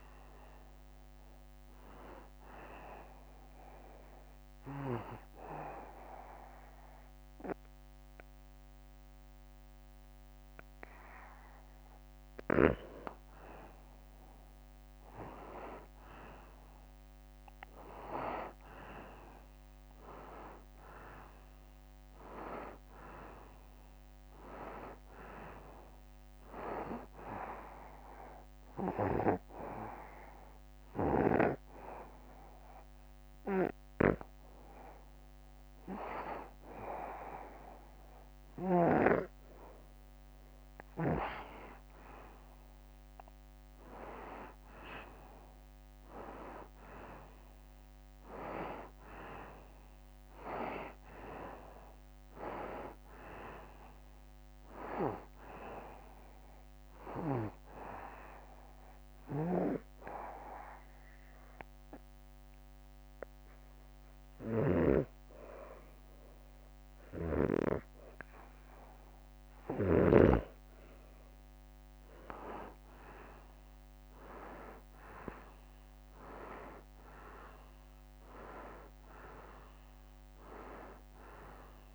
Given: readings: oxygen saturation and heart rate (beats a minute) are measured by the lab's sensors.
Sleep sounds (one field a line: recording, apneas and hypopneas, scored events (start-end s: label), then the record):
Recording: breathing in sleep by a microphone on the trachea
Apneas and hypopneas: 3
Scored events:
3.00-13.00 s: hypopnea (oxygen 95% before, 91% lowest, heart rate 76 before, 72 extreme, up 0 after)
15.50-20.50 s: arousal
24.50-37.50 s: oxygen desaturation (device-marked, oxygen 95% before, 91% lowest, heart rate 73 before, 72 extreme)
29.50-39.50 s: hypopnea (oxygen 95% before, 90% lowest, heart rate 73 before, 72 extreme, up 2 after)
43.00-47.50 s: arousal
49.50-65.50 s: oxygen desaturation (device-marked, oxygen 94% before, 91% lowest, heart rate 74 before, 71 extreme)
58.00-70.00 s: obstructive apnea (oxygen 94% before, 90% lowest, heart rate 74 before, 71 extreme, up 0 after)
75.00-80.00 s: arousal
80.50-81.95 s: oxygen desaturation (device-marked, oxygen 94% before, 90% lowest, heart rate 74 before, 72 extreme)
From the record:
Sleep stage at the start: N2 (light sleep)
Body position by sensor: on the right side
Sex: male